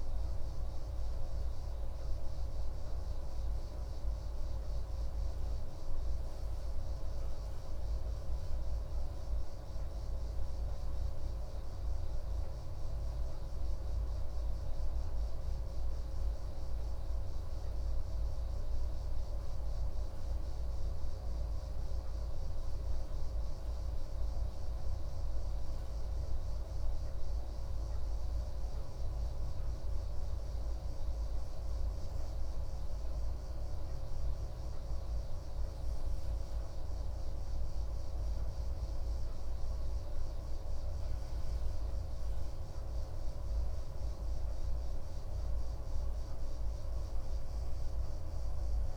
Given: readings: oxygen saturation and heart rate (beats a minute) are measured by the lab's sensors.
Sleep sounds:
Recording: breathing in sleep, hard to hear, by a room microphone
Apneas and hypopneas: 1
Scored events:
16.50-30.50 s: hypopnea (oxygen 97% before, 95% lowest, heart rate 146 before, 70 extreme, up 32 after)
33.00-37.50 s: arousal
From the record:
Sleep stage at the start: N2 (light sleep)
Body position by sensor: on the right side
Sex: male

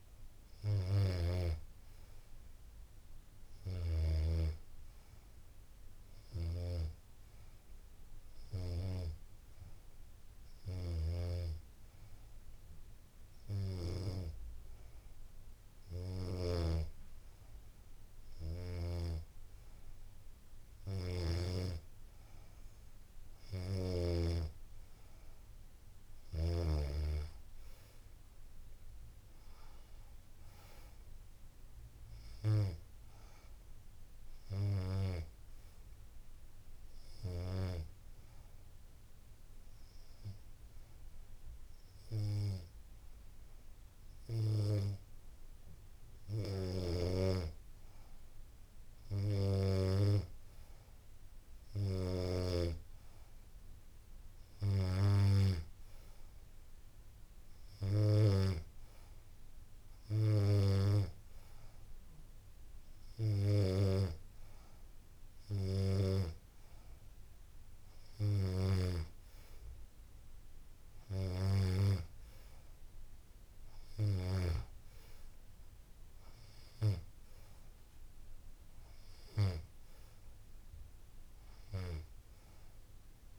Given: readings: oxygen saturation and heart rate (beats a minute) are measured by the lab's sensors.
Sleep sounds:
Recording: breathing in sleep by a room microphone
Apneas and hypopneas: 1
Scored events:
0.00-4.50 s: oxygen desaturation (device-marked, oxygen 92% lowest, heart rate 79 extreme)
36.50-48.00 s: hypopnea (oxygen 94% before, 92% lowest, heart rate 82 before, 80 extreme, up 4 after)
49.50-53.00 s: arousal
From the record:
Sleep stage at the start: N2 (light sleep)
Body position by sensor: on the back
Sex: female

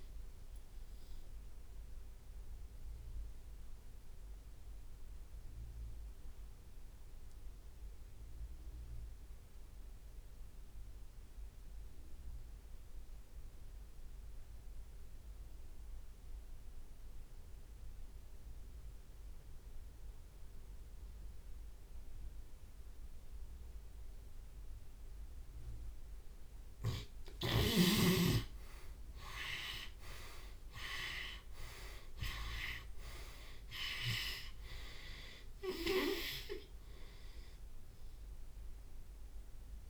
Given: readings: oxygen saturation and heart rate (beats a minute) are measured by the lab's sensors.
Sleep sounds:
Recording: breathing in sleep by a room microphone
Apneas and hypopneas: 1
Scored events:
1.50-20.50 s: oxygen desaturation (device-marked, oxygen 89% before, 82% lowest)
1.50-27.50 s: obstructive apnea (oxygen 93% before, 67% lowest)
8.50-16.50 s: tachycardia (device-marked, heart rate 80 before, 135 extreme)
20.50-22.50 s: long interval between heartbeats (device-marked)
22.50-39.90 s: oxygen desaturation (device-marked, oxygen 97% before, 67% lowest)
28.50-34.00 s: arousal
From the record:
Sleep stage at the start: REM sleep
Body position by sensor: on the left side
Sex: male

